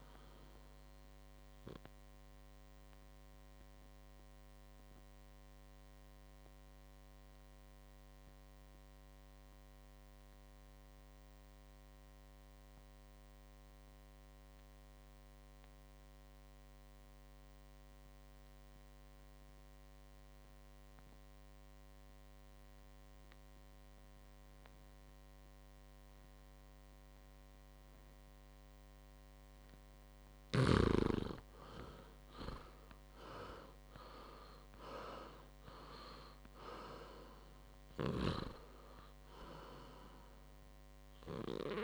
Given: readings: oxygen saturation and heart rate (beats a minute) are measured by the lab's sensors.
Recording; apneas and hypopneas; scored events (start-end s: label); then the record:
breathing in sleep by a microphone on the trachea; 1
0.00-13.50 s: oxygen desaturation (device-marked, oxygen 88% lowest, heart rate 53 extreme)
2.00-28.50 s: obstructive apnea (oxygen 99% before, 88% lowest, heart rate 61 before, 53 extreme, up 6 after)
25.50-41.84 s: oxygen desaturation (device-marked, oxygen 99% before, 89% lowest, heart rate 56 before, 54 extreme)
31.50-35.50 s: arousal
From the record:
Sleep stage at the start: N2 (light sleep); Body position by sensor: on the back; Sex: male